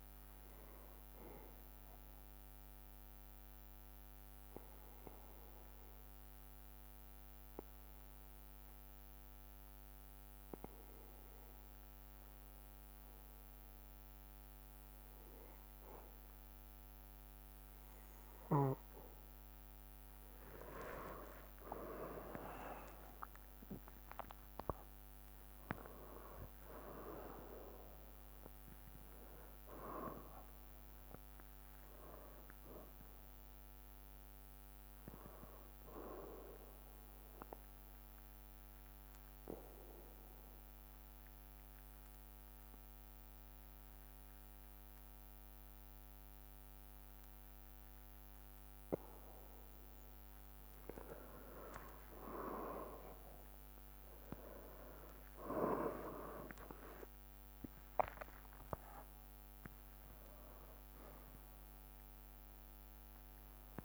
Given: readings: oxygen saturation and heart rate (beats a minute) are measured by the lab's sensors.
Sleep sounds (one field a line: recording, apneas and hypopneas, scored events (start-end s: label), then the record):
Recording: breathing in sleep by a microphone on the trachea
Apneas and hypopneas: 2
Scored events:
0.00-2.00 s: drop in pulse transit time (device-marked, heart rate 65 extreme)
2.00-20.50 s: obstructive apnea (oxygen 97% before, 95% lowest, heart rate 66 before, 55 extreme, up 12 after)
16.00-22.00 s: bradycardia (device-marked, heart rate 67 before, 55 extreme)
22.50-27.00 s: arousal
27.00-38.00 s: drop in pulse transit time (device-marked, heart rate 60 before, 64 extreme)
37.50-51.00 s: obstructive apnea (oxygen 97% before, 95% lowest, heart rate 62 before, 59 extreme, up 9 after)
41.00-45.00 s: bradycardia (device-marked, heart rate 67 before, 59 extreme)
55.00-60.50 s: arousal
From the record:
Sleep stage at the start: N2 (light sleep)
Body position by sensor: on the back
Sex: male